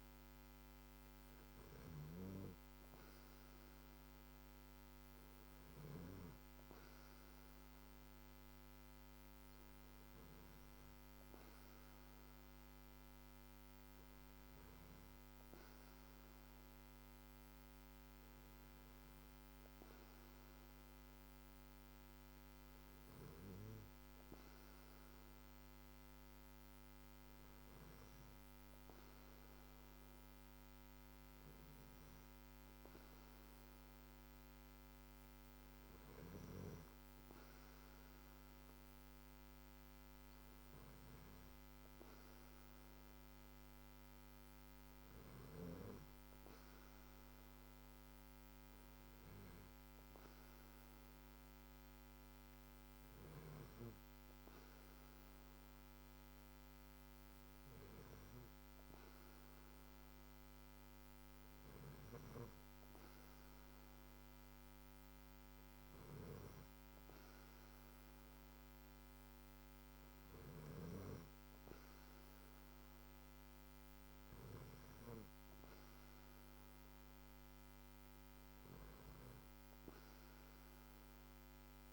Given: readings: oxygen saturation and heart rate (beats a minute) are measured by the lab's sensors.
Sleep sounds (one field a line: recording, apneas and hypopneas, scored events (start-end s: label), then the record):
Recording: breathing in sleep, hard to hear, by a microphone on the trachea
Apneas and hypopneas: none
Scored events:
none scored
From the record:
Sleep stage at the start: N2 (light sleep)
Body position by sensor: on the back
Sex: male